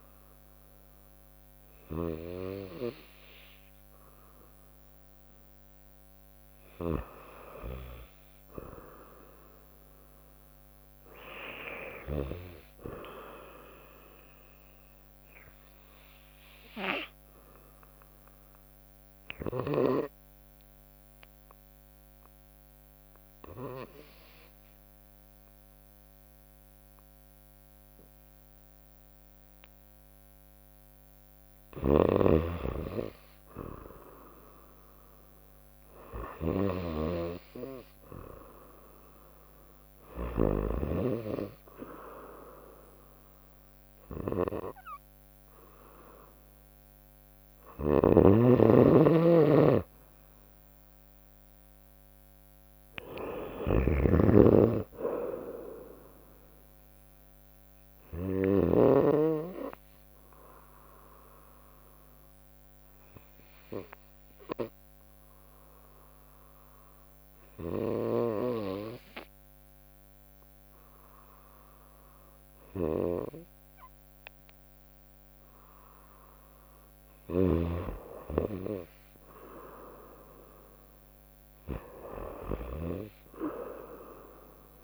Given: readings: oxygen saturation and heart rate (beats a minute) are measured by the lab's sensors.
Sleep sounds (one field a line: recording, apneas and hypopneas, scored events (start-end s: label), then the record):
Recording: breathing in sleep by a microphone on the trachea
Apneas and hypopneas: 2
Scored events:
0.00-2.50 s: arousal
0.00-5.00 s: bradycardia (device-marked, heart rate 56 extreme)
0.00-12.00 s: snoring (device-marked)
3.00-31.00 s: oxygen desaturation (device-marked, oxygen 96% before, 89% lowest, heart rate 57 before, 60 extreme)
15.50-29.50 s: obstructive apnea (oxygen 96% before, 88% lowest, heart rate 59 before, 64 extreme, up 0 after)
31.00-58.50 s: snoring (device-marked)
33.50-37.00 s: arousal
44.00-57.00 s: oxygen desaturation (device-marked, oxygen 93% before, 88% lowest, heart rate 67 before, 63 extreme)
57.50-75.50 s: obstructive apnea (oxygen 93% before, 89% lowest, heart rate 67 before, 63 extreme, up 2 after)
67.00-84.84 s: snoring (device-marked)
77.00-81.00 s: arousal
From the record:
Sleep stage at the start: REM sleep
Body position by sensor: on the right side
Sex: female